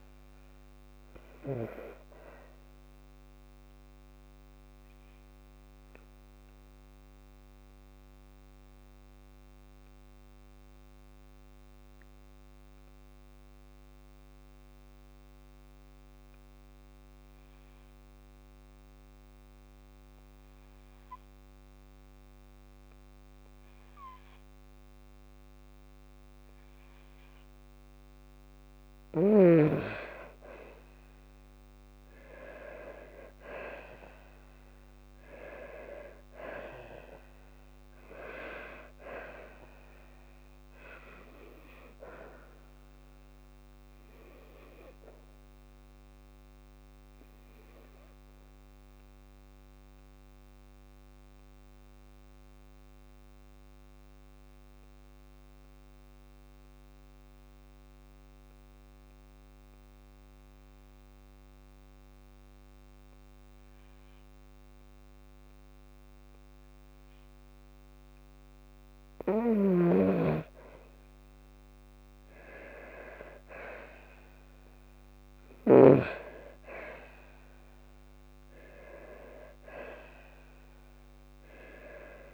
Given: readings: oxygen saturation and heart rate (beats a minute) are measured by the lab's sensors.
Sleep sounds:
breathing in sleep by a microphone on the trachea; 2
3.50-28.50 s: obstructive apnea (oxygen 98% before, 92% lowest, heart rate 88 before, 53 extreme, up 6 after)
14.50-24.50 s: oxygen desaturation (device-marked, oxygen 98% before, 94% lowest, heart rate 62 before, 54 extreme)
31.00-34.00 s: arousal
47.00-68.00 s: obstructive apnea (oxygen 98% before, 92% lowest, heart rate 58 before, 52 extreme, up 7 after)
54.50-72.50 s: oxygen desaturation (device-marked, oxygen 97% before, 92% lowest, heart rate 57 before, 52 extreme)
69.00-75.50 s: snoring (device-marked)
73.50-78.50 s: arousal
From the record:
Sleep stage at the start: N2 (light sleep); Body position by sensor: on the left side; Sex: female

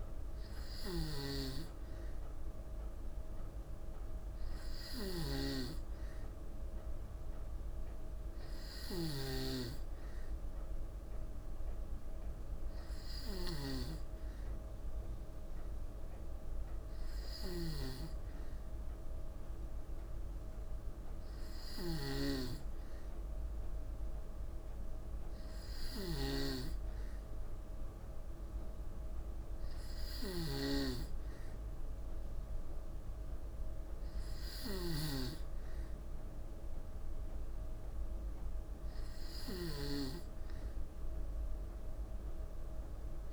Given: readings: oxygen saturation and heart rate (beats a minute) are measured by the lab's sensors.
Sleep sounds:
breathing in sleep by a room microphone; none
0.00-43.33 s: snoring (device-marked)
From the record:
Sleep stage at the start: N2 (light sleep); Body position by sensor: on the back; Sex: female

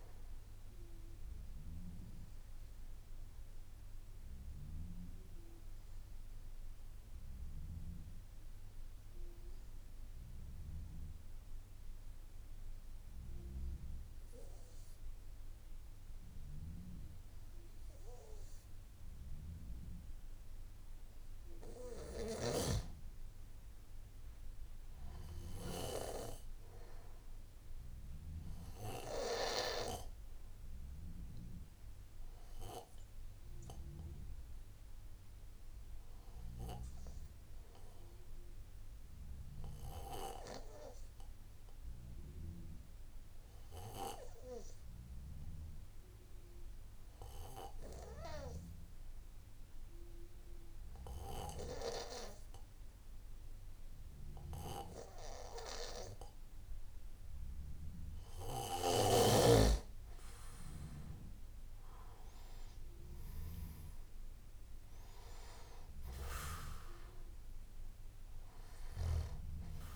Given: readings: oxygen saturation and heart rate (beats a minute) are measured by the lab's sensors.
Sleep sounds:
breathing in sleep by a room microphone; 2
0.00-13.50 s: oxygen desaturation (device-marked, oxygen 94% lowest, heart rate 52 extreme)
4.00-19.50 s: obstructive apnea (oxygen 98% before, 93% lowest, heart rate 57 before, 52 extreme, up 5 after)
27.50-50.50 s: oxygen desaturation (device-marked, oxygen 98% before, 93% lowest, heart rate 54 before, 53 extreme)
43.50-58.50 s: obstructive apnea (oxygen 98% before, 93% lowest, heart rate 55 before, 54 extreme, up 6 after)
44.50-69.96 s: new sleep stage, N3 (deep sleep)
From the record:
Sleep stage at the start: N2 (light sleep); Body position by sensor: on the back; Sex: male

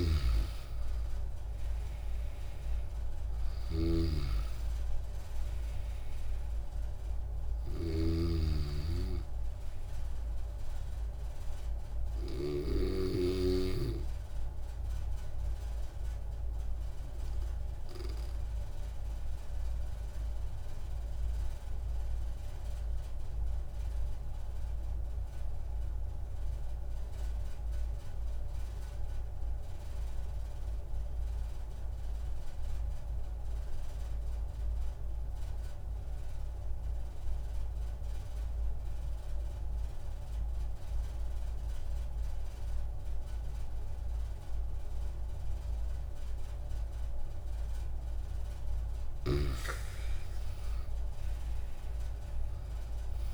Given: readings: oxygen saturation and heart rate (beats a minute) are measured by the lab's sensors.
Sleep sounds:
breathing in sleep by a room microphone; 1
0.00-13.00 s: snoring (device-marked)
0.00-24.50 s: oxygen desaturation (device-marked, oxygen 89% lowest)
16.50-47.00 s: obstructive apnea (oxygen 95% before, 89% lowest)
46.50-53.34 s: oxygen desaturation (device-marked, oxygen 96% before, 91% lowest)
49.50-52.50 s: arousal
From the record:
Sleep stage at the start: N1 (lightest sleep); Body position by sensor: on the back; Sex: male

